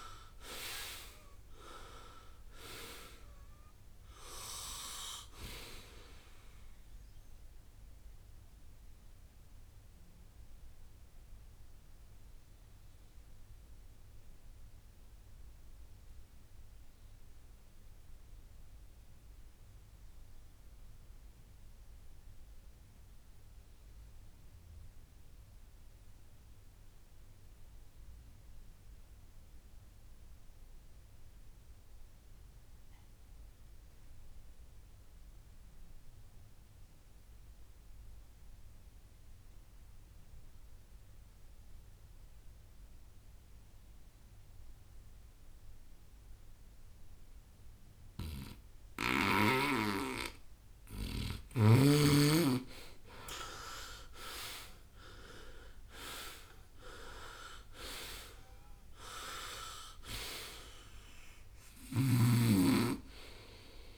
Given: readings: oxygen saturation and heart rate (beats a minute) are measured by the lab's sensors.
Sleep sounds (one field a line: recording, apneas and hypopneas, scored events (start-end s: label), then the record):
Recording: breathing in sleep by a room microphone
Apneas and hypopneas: 1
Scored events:
0.00-26.00 s: oxygen desaturation (device-marked, oxygen 86% lowest, heart rate 57 extreme)
9.50-49.00 s: mixed apnea (oxygen 99% before, 86% lowest, heart rate 75 before, 57 extreme, up 17 after)
43.00-63.98 s: oxygen desaturation (device-marked, oxygen 98% before, 87% lowest, heart rate 66 before, 56 extreme)
51.50-56.00 s: arousal
From the record:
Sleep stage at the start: N2 (light sleep)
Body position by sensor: on the right side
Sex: male